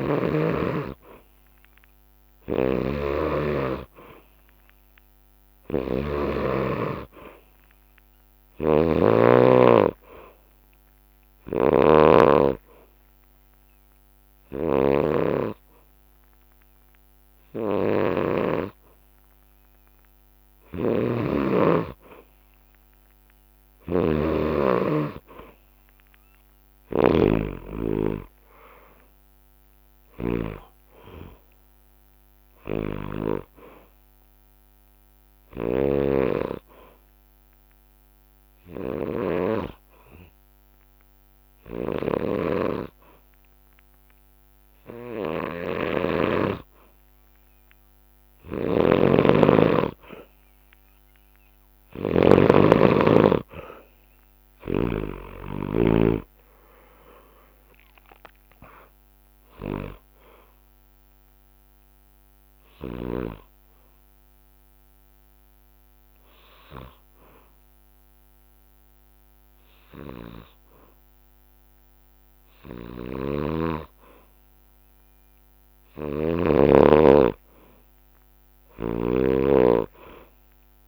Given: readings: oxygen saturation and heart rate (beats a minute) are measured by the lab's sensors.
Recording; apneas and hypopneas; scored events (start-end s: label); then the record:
breathing in sleep by a microphone on the trachea; 3
0.00-6.00 s: snoring (device-marked)
3.00-16.00 s: drop in pulse transit time (device-marked, heart rate 65 before, 62 extreme)
8.00-30.50 s: snoring (device-marked)
11.00-22.00 s: hypopnea (oxygen 95% before, 91% lowest, heart rate 64 before, 58 extreme, up 11 after)
16.00-23.00 s: bradycardia (device-marked, heart rate 64 before, 58 extreme)
27.50-31.00 s: arousal
29.00-39.00 s: drop in pulse transit time (device-marked, heart rate 64 before, 60 extreme)
35.00-55.00 s: snoring (device-marked)
36.00-39.00 s: bradycardia (device-marked, heart rate 64 before, 60 extreme)
36.50-50.00 s: hypopnea (oxygen 95% before, 91% lowest, heart rate 64 before, 55 extreme, up 11 after)
54.00-74.00 s: oxygen desaturation (device-marked, oxygen 97% before, 91% lowest, heart rate 61 before, 55 extreme)
55.00-58.50 s: arousal
57.00-67.00 s: drop in pulse transit time (device-marked, heart rate 61 before, 56 extreme)
62.00-72.00 s: bradycardia (device-marked, heart rate 64 before, 55 extreme)
63.50-74.50 s: hypopnea (oxygen 97% before, 91% lowest, heart rate 65 before, 56 extreme, up 13 after)
72.50-80.88 s: snoring (device-marked)
77.50-80.88 s: arousal
From the record:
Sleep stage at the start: N2 (light sleep); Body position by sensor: on the back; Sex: male